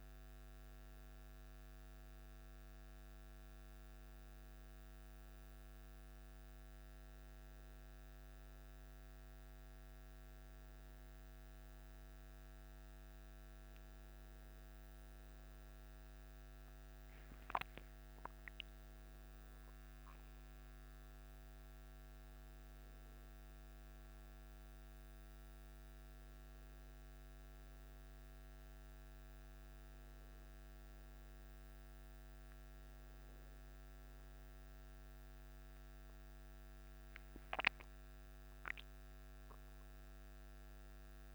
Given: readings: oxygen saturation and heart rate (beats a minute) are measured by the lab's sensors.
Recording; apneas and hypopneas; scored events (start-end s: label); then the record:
a person awake in a sleep study, hard to hear, by a microphone on the trachea; none
none scored
From the record:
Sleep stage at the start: awake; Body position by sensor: on the back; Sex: male